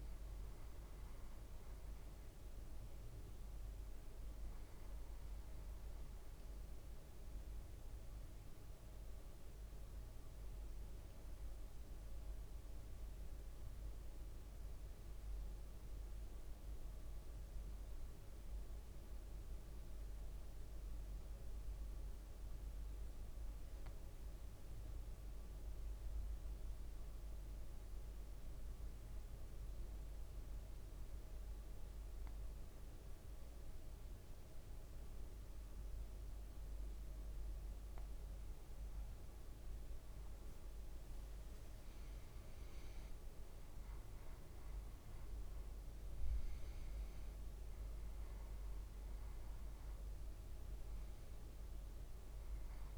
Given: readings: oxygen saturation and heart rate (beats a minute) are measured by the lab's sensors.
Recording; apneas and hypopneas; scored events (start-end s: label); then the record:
breathing in sleep, hard to hear, by a room microphone; 1
1.00-22.00 s: oxygen desaturation (device-marked, oxygen 99% before, 95% lowest, heart rate 57 before, 53 extreme)
22.50-25.00 s: leg movement (device-marked)
26.00-39.00 s: mixed apnea (oxygen 99% before, 94% lowest, heart rate 54 before, 56 extreme, up 3 after)
40.50-42.00 s: leg movement (device-marked)
46.00-52.98 s: new sleep stage, awake
49.00-52.98 s: oxygen desaturation (device-marked, oxygen 97% before, 94% lowest, heart rate 57 before, 55 extreme)
From the record:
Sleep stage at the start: N2 (light sleep); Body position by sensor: on the back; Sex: male